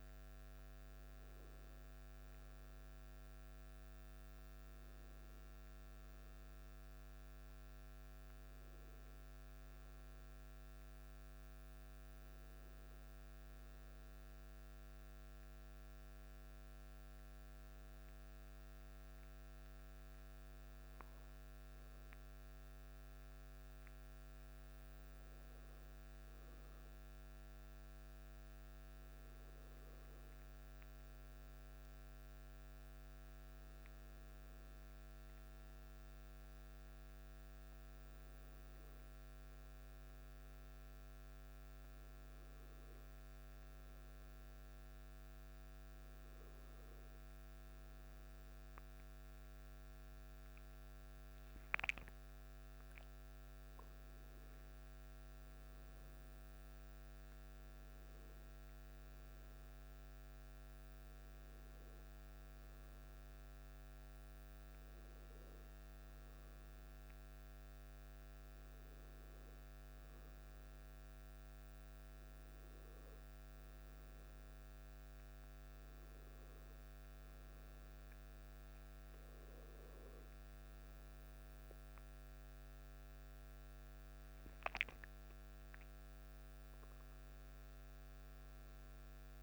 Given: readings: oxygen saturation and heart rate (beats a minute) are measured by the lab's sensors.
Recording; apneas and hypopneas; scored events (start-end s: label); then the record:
breathing in sleep, hard to hear, by a microphone on the trachea; none
81.50-85.00 s: arousal
From the record:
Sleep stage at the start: N1 (lightest sleep); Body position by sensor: on the back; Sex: male